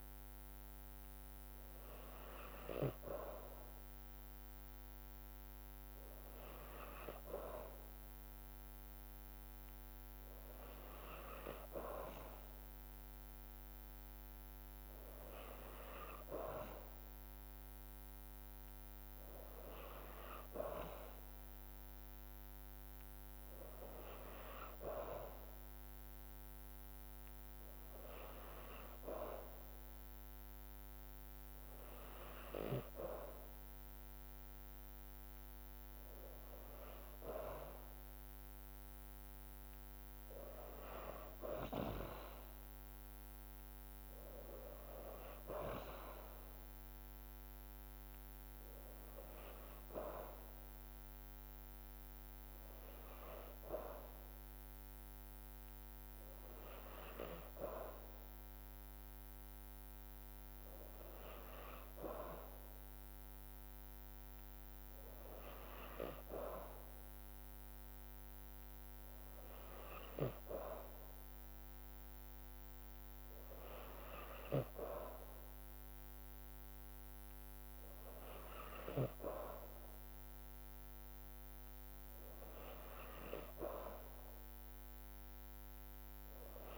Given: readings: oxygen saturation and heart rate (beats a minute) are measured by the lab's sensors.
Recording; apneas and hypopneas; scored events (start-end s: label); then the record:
breathing in sleep by a microphone on the trachea; none
7.50-18.50 s: drop in pulse transit time (device-marked, heart rate 54 before, 52 extreme)
36.50-51.50 s: drop in pulse transit time (device-marked, heart rate 54 before, 54 extreme)
From the record:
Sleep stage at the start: N2 (light sleep); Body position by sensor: on the back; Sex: female